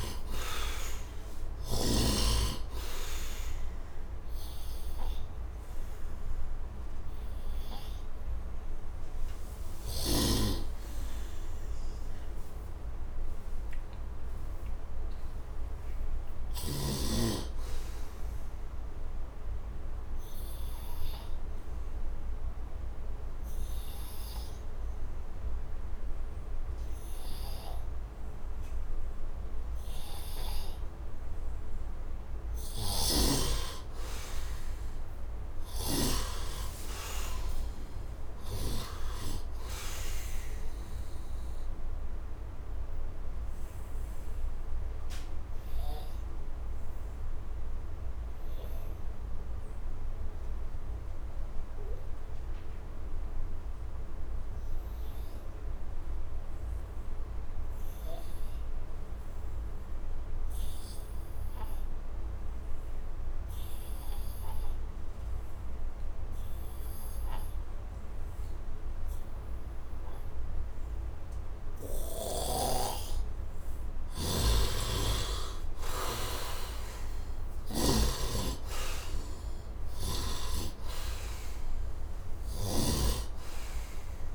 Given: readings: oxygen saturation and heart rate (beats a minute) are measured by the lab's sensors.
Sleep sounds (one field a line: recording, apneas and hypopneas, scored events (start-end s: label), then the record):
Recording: breathing in sleep by a room microphone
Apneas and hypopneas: 2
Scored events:
0.00-2.50 s: arousal
0.00-19.00 s: oxygen desaturation (device-marked, oxygen 73% lowest)
0.00-24.00 s: bradycardia (device-marked)
6.00-32.00 s: hypopnea (oxygen 99% before, 73% lowest)
32.00-38.50 s: snoring (device-marked)
33.00-84.34 s: bradycardia (device-marked)
34.00-38.50 s: arousal
35.00-55.00 s: oxygen desaturation (device-marked, oxygen 97% before, 82% lowest)
43.50-72.00 s: obstructive apnea (oxygen 98% before, 74% lowest)
63.00-84.34 s: oxygen desaturation (device-marked, oxygen 99% before, 74% lowest)
74.00-77.50 s: snoring (device-marked)
74.00-79.00 s: arousal
82.00-84.34 s: snoring (device-marked)
From the record:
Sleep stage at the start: N2 (light sleep)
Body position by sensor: on the right side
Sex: male